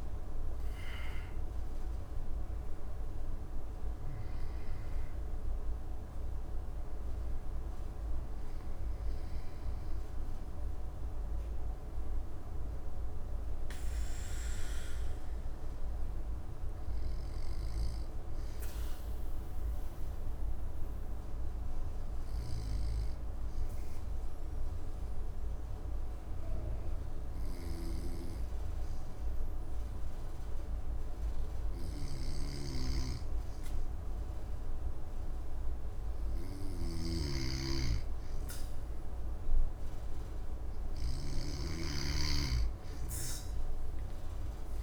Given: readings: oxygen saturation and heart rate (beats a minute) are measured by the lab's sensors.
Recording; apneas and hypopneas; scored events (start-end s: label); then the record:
breathing in sleep by a room microphone; 1
0.00-2.00 s: arousal
0.00-23.50 s: oxygen desaturation (device-marked, oxygen 93% lowest, heart rate 56 extreme)
15.50-40.00 s: obstructive apnea (oxygen 97% before, 94% lowest, heart rate 67 before, 56 extreme, up 44 after)
36.50-42.00 s: snoring (device-marked)
41.50-44.83 s: oxygen desaturation (device-marked, oxygen 99% before, 94% lowest, heart rate 57 before, 57 extreme)
43.50-44.83 s: new sleep stage, awake
From the record:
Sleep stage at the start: N2 (light sleep); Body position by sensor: on the back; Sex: male